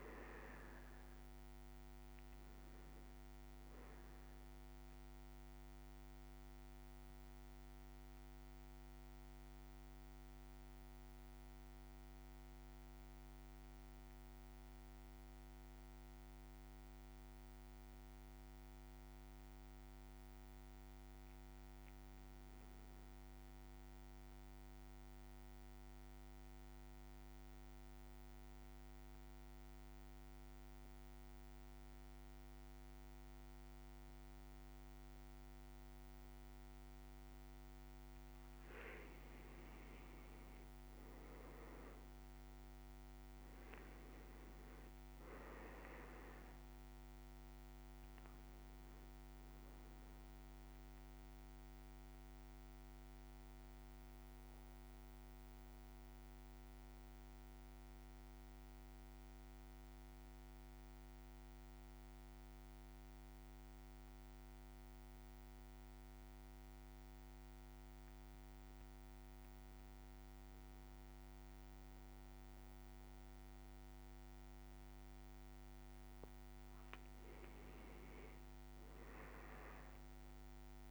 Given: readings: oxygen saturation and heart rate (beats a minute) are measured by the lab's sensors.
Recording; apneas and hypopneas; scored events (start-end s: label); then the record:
breathing in sleep, hard to hear, by a microphone on the trachea; 2
0.00-3.00 s: oxygen desaturation (device-marked, oxygen 93% lowest, heart rate 55 extreme)
6.00-38.00 s: mixed apnea (oxygen 100% before, 92% lowest, heart rate 56 before, 53 extreme, up 4 after)
32.00-66.00 s: oxygen desaturation (device-marked, oxygen 100% before, 92% lowest, heart rate 56 before, 53 extreme)
40.50-43.50 s: arousal
50.00-75.00 s: mixed apnea (oxygen 100% before, 92% lowest, heart rate 57 before, 53 extreme, up 4 after)
77.00-80.91 s: arousal
From the record:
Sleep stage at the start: N2 (light sleep); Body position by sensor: on the back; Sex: male